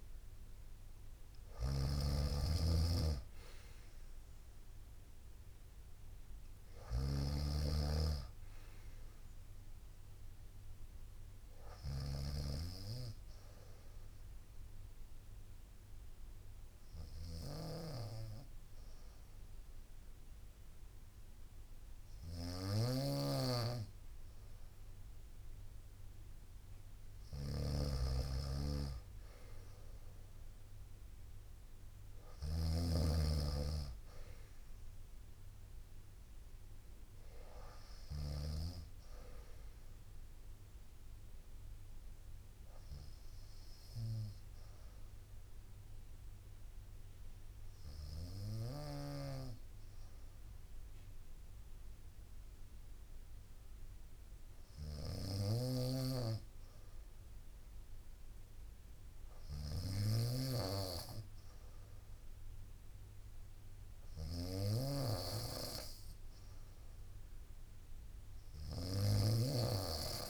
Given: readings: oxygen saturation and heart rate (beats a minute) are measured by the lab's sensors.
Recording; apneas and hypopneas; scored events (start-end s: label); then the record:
breathing in sleep by a room microphone; 2
0.00-38.00 s: snoring (device-marked)
12.50-26.00 s: obstructive apnea (oxygen 96% before, 93% lowest, heart rate 64 before, 59 extreme, up 3 after)
29.50-34.50 s: arousal
36.50-43.50 s: bradycardia (device-marked, heart rate 63 before, 59 extreme)
43.50-58.00 s: hypopnea (oxygen 96% before, 93% lowest, heart rate 62 before, 61 extreme, up 2 after)
48.00-68.50 s: snoring (device-marked)
63.00-67.50 s: arousal
From the record:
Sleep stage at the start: N2 (light sleep); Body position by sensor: on the right side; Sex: female